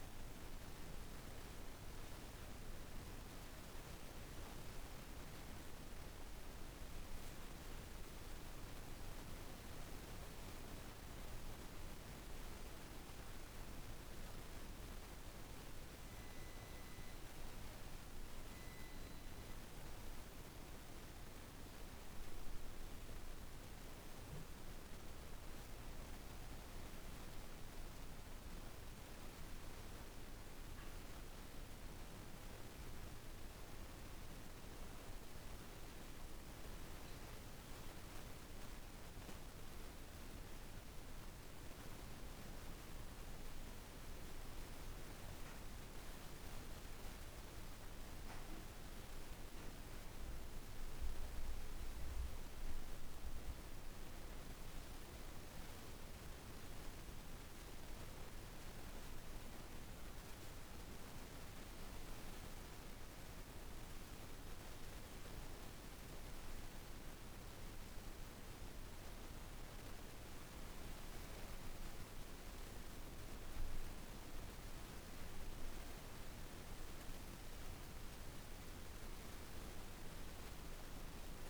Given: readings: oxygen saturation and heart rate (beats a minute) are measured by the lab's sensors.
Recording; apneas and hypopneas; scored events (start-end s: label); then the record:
breathing in sleep, hard to hear, by a room microphone; 1
59.00-69.00 s: obstructive apnea (oxygen 95% before, 92% lowest)
70.00-74.50 s: arousal
From the record:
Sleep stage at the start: REM sleep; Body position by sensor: on the back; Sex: female